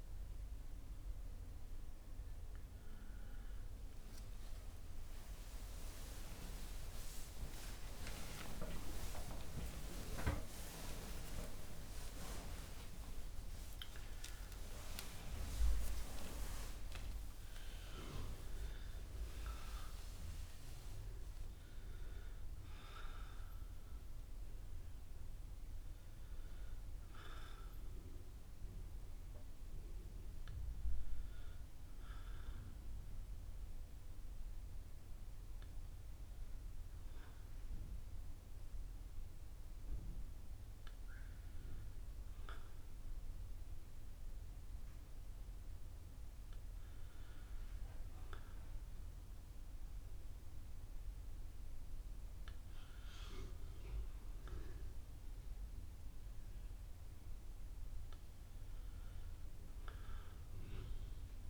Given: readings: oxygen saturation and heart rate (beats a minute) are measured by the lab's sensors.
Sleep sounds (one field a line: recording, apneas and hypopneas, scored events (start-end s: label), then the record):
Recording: a person awake in a sleep study, by a room microphone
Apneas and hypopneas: none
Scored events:
31.50-61.50 s: new sleep stage, N1 (lightest sleep)
From the record:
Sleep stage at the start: awake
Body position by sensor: on the back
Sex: male